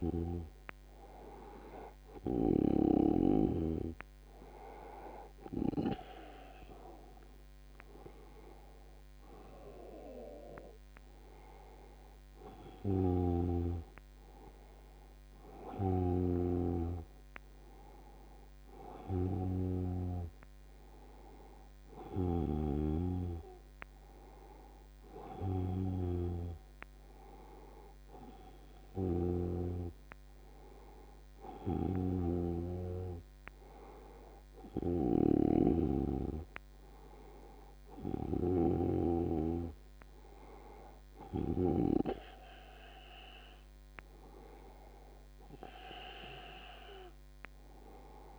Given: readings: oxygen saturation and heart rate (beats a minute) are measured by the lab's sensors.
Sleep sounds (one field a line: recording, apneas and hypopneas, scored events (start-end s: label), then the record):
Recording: breathing in sleep by a microphone on the trachea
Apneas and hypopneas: none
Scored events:
none scored
From the record:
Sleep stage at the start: N2 (light sleep)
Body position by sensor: on the back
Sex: male